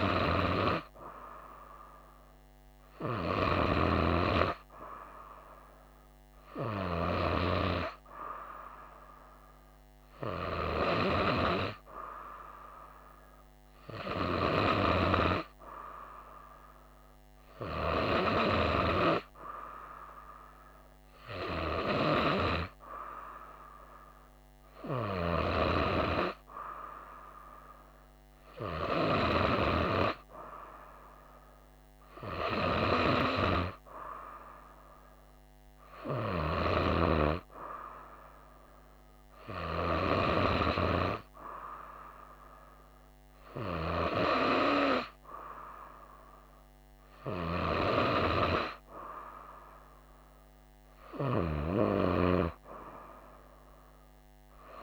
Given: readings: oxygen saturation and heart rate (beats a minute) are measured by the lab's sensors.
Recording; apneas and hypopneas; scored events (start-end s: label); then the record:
breathing in sleep by a microphone on the trachea; none
none scored
From the record:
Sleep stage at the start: N2 (light sleep); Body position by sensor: on the right side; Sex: female